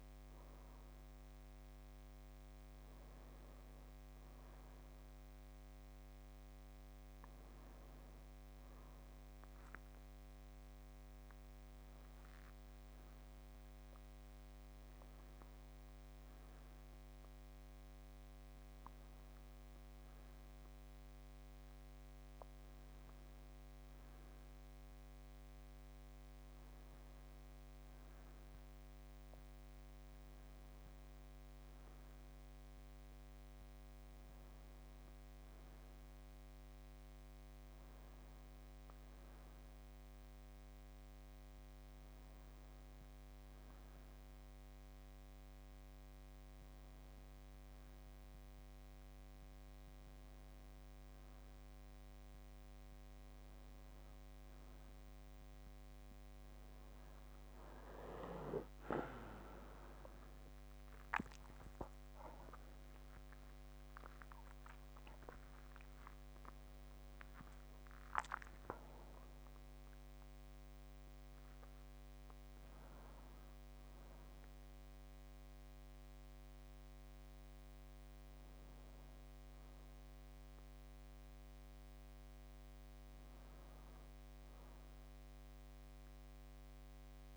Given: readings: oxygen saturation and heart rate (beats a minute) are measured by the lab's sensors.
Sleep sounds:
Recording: breathing in sleep, hard to hear, by a microphone on the trachea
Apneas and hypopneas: none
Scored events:
none scored
From the record:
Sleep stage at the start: N2 (light sleep)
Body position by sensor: on the back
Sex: male

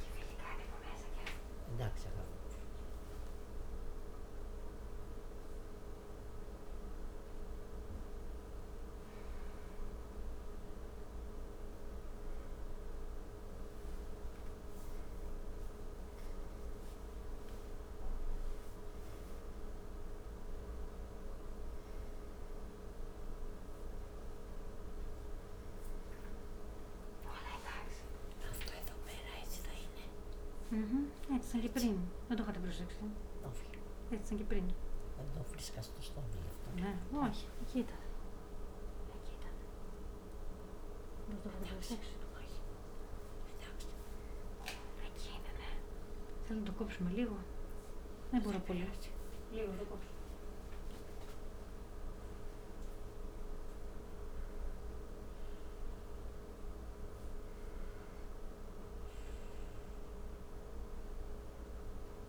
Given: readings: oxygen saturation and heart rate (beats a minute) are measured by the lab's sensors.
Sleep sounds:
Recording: a person awake in a sleep study, by a room microphone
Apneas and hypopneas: none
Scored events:
none scored
From the record:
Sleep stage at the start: awake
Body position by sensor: on the back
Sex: female

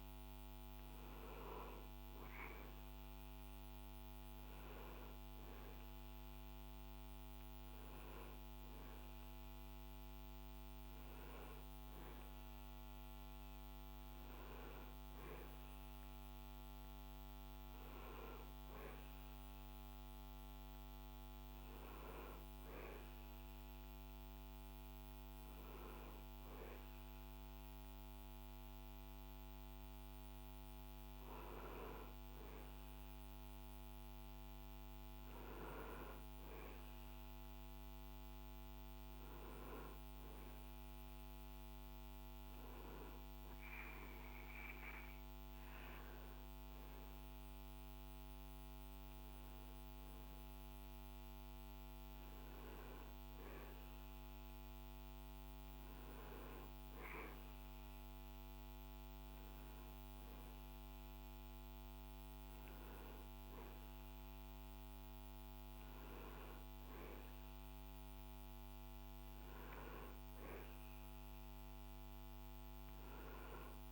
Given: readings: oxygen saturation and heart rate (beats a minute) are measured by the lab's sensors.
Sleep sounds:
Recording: breathing in sleep, hard to hear, by a microphone on the trachea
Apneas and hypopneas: none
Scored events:
none scored
From the record:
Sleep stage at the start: N1 (lightest sleep)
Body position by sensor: on the back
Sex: male

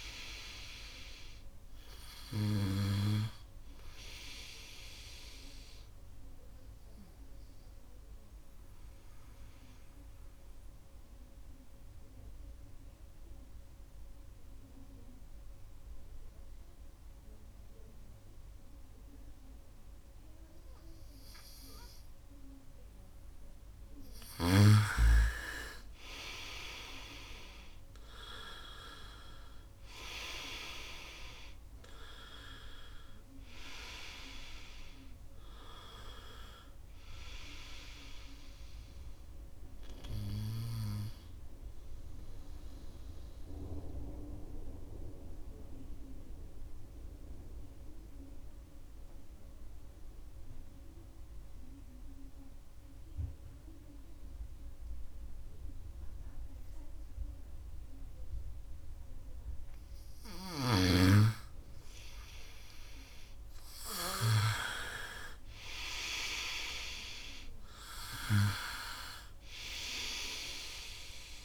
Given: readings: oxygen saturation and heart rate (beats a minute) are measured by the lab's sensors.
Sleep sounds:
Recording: breathing in sleep by a room microphone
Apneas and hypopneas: 2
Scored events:
0.00-18.00 s: oxygen desaturation (device-marked, oxygen 92% lowest, heart rate 67 extreme)
7.00-23.00 s: obstructive apnea (oxygen 97% before, 90% lowest, heart rate 72 before, 65 extreme, up 5 after)
25.50-29.00 s: arousal
29.00-51.00 s: oxygen desaturation (device-marked, oxygen 97% before, 90% lowest, heart rate 69 before, 65 extreme)
40.50-58.50 s: obstructive apnea (oxygen 97% before, 90% lowest, heart rate 72 before, 67 extreme, up 4 after)
60.00-64.50 s: arousal
65.00-71.45 s: oxygen desaturation (device-marked, oxygen 98% before, 90% lowest, heart rate 70 before, 66 extreme)
From the record:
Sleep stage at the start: N2 (light sleep)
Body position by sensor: on the right side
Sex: male

